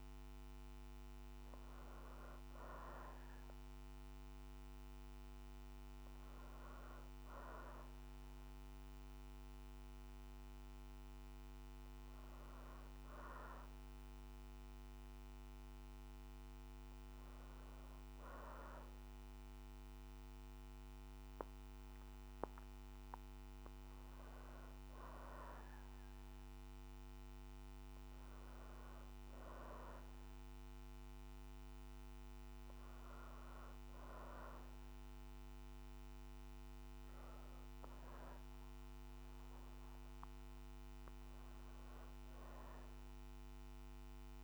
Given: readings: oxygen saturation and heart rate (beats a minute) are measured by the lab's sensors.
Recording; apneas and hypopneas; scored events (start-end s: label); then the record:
breathing in sleep by a microphone on the trachea; none
none scored
From the record:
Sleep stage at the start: REM sleep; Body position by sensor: on the back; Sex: female